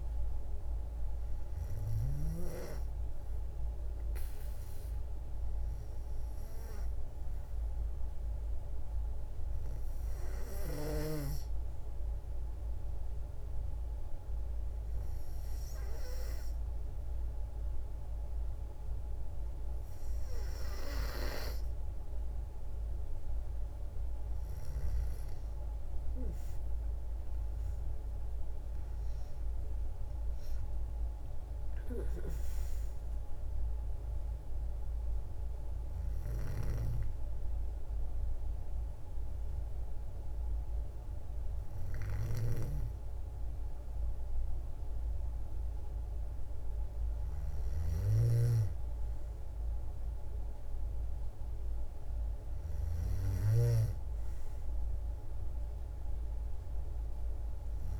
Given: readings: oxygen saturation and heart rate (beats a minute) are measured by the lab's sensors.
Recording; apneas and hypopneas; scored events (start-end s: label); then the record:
breathing in sleep by a room microphone; 1
27.50-31.00 s: arousal
34.50-46.50 s: hypopnea (oxygen 94% before, 92% lowest, heart rate 60 before, 55 extreme, up 1 after)
47.50-58.00 s: snoring (device-marked)
48.50-52.50 s: arousal
From the record:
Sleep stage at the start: N2 (light sleep); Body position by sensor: on the back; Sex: female